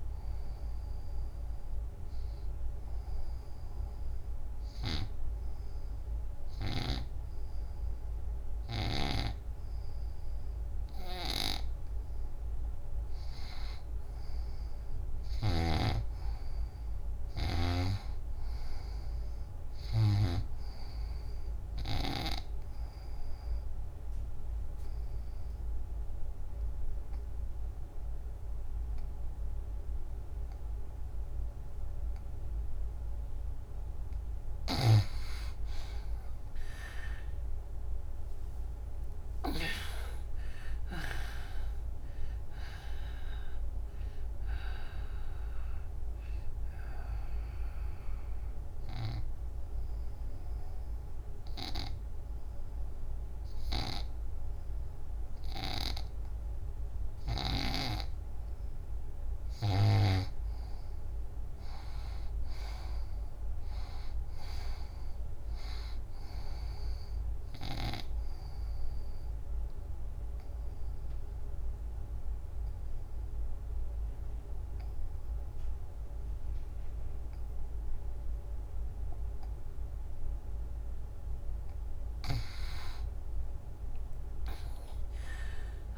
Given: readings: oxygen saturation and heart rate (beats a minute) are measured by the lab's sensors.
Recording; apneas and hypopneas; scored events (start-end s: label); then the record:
breathing in sleep by a room microphone; 4
0.00-14.00 s: oxygen desaturation (device-marked, oxygen 77% lowest, heart rate 74 extreme)
0.50-13.00 s: obstructive apnea (oxygen 94% before, 74% lowest, heart rate 83 before, 74 extreme, up 4 after)
4.50-9.00 s: snoring (device-marked)
15.00-18.50 s: arousal
17.50-22.00 s: snoring (device-marked)
23.00-32.00 s: oxygen desaturation (device-marked, oxygen 98% before, 88% lowest, heart rate 80 before, 77 extreme)
23.00-34.00 s: obstructive apnea (oxygen 98% before, 74% lowest, heart rate 80 before, 77 extreme, up 12 after)
34.00-61.00 s: oxygen desaturation (device-marked, oxygen 92% before, 74% lowest, heart rate 82 before, 72 extreme)
37.50-41.50 s: arousal
46.50-58.50 s: obstructive apnea (oxygen 97% before, 74% lowest, heart rate 86 before, 74 extreme, up 11 after)
53.50-57.50 s: snoring (device-marked)
60.00-63.00 s: arousal
63.00-75.00 s: oxygen desaturation (device-marked, oxygen 98% before, 86% lowest, heart rate 88 before, 72 extreme)
67.50-81.00 s: obstructive apnea (oxygen 98% before, 77% lowest, heart rate 85 before, 72 extreme, up 14 after)
83.00-85.98 s: arousal
From the record:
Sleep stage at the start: N2 (light sleep); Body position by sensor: on the back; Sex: female